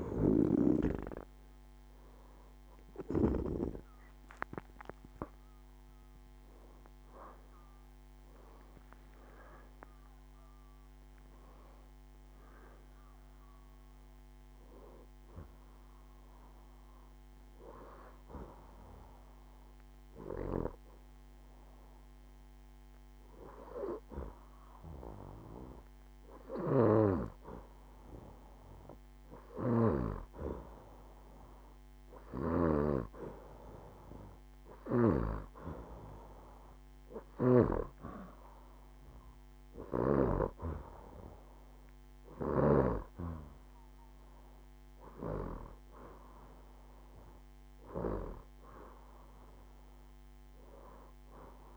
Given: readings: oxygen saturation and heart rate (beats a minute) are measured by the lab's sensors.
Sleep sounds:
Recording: breathing in sleep by a microphone on the trachea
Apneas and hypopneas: none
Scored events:
1.00-17.00 s: oxygen desaturation (device-marked, oxygen 92% before, 89% lowest, heart rate 76 before, 71 extreme)
5.00-8.00 s: arousal
37.00-47.00 s: oxygen desaturation (device-marked, oxygen 93% before, 89% lowest, heart rate 74 before, 75 extreme)
From the record:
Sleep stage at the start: N2 (light sleep)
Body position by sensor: on the back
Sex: female

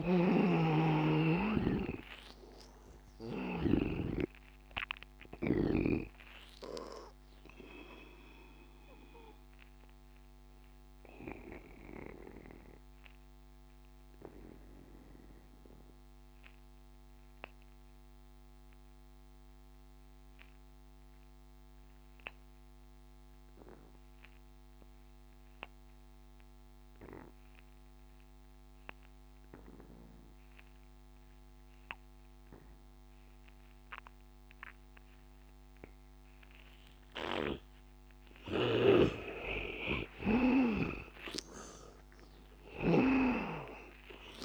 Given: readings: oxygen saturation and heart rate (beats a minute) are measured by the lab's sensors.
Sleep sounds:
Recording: breathing in sleep by a microphone on the trachea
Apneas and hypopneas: 1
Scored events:
0.00-1.00 s: arousal
0.00-4.00 s: snoring (device-marked)
0.00-25.00 s: oxygen desaturation (device-marked, oxygen 78% lowest, heart rate 73 extreme)
7.00-37.50 s: obstructive apnea (oxygen 99% before, 77% lowest, heart rate 84 before, 73 extreme, up 14 after)
33.00-44.45 s: oxygen desaturation (device-marked, oxygen 99% before, 77% lowest, heart rate 77 before, 76 extreme)
38.50-44.45 s: snoring (device-marked)
39.50-43.50 s: arousal
From the record:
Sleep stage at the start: N2 (light sleep)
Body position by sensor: on the back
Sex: male

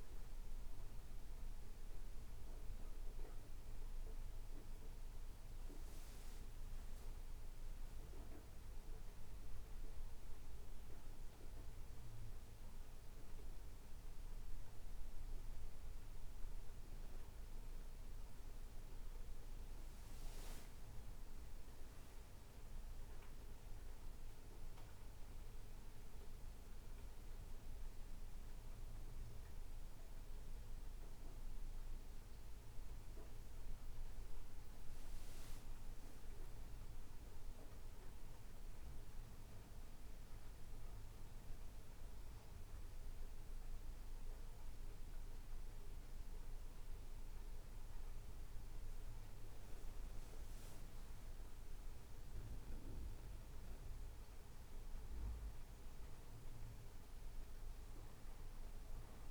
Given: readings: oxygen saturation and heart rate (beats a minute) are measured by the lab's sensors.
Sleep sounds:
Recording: breathing in sleep, hard to hear, by a room microphone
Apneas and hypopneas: none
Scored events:
none scored
From the record:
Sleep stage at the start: N2 (light sleep)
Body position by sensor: on the right side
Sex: male

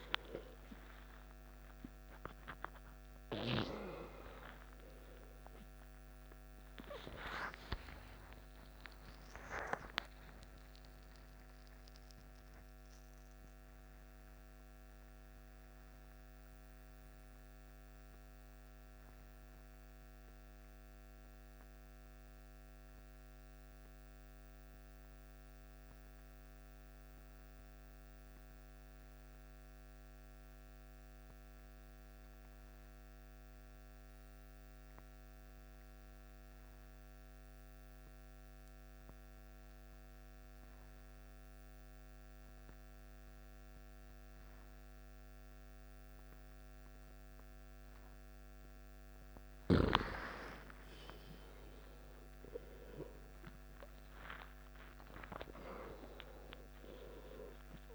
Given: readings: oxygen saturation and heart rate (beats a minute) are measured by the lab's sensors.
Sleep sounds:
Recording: breathing in sleep by a microphone on the trachea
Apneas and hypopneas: 1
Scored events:
0.00-24.50 s: oxygen desaturation (device-marked, oxygen 89% lowest, heart rate 53 extreme)
15.00-49.00 s: hypopnea (oxygen 97% before, 88% lowest, heart rate 69 before, 53 extreme, up 15 after)
40.50-57.95 s: oxygen desaturation (device-marked, oxygen 98% before, 88% lowest, heart rate 55 before, 52 extreme)
42.50-57.95 s: new sleep stage, N2 (light sleep)
51.00-55.50 s: arousal
From the record:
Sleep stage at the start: N1 (lightest sleep)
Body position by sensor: on the back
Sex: male

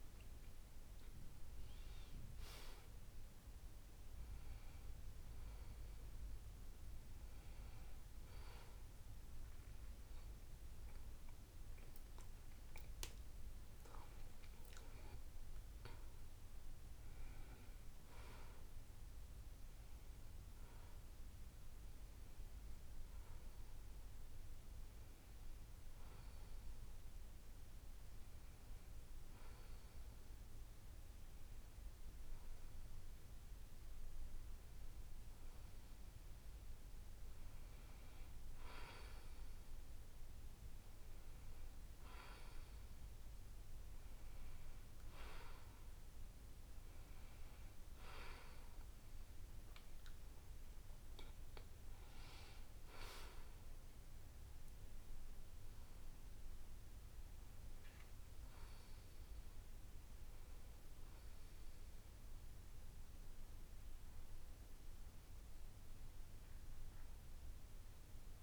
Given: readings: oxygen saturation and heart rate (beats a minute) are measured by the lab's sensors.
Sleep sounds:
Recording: breathing in sleep, hard to hear, by a room microphone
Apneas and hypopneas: none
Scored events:
11.50-14.00 s: arousal
49.50-68.43 s: new sleep stage, N2 (light sleep)
63.50-66.50 s: arousal
From the record:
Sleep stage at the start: N1 (lightest sleep)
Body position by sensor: on the back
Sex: male

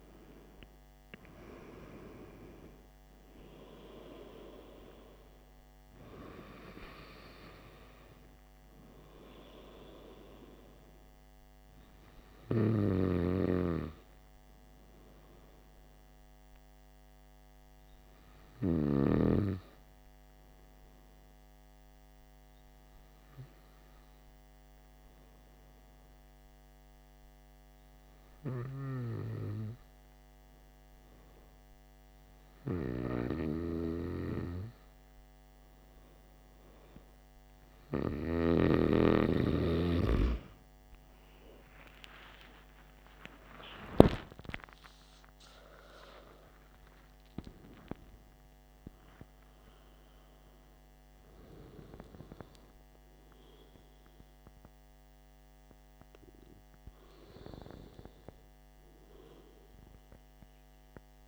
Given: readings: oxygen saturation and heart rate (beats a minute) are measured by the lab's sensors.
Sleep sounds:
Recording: breathing in sleep by a microphone on the trachea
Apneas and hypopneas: 1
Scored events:
13.50-37.00 s: hypopnea (oxygen 97% before, 93% lowest, heart rate 58 before, 53 extreme, up 9 after)
37.00-52.00 s: oxygen desaturation (device-marked, oxygen 96% before, 93% lowest, heart rate 56 before, 55 extreme)
42.00-47.00 s: arousal
From the record:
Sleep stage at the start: N2 (light sleep)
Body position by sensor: on the back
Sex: male

